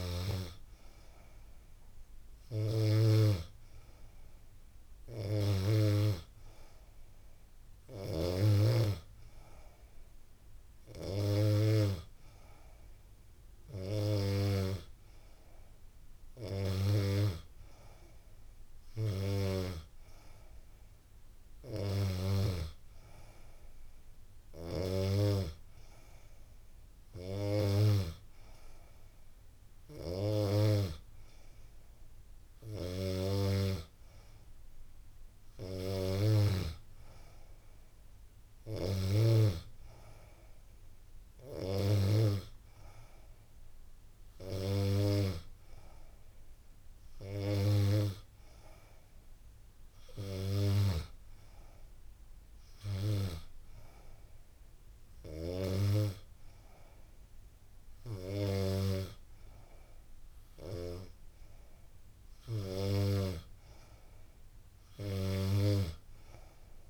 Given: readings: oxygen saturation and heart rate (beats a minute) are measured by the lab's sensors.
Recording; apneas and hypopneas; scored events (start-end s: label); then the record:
breathing in sleep by a room microphone; none
none scored
From the record:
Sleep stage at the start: N2 (light sleep); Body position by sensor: on the back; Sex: female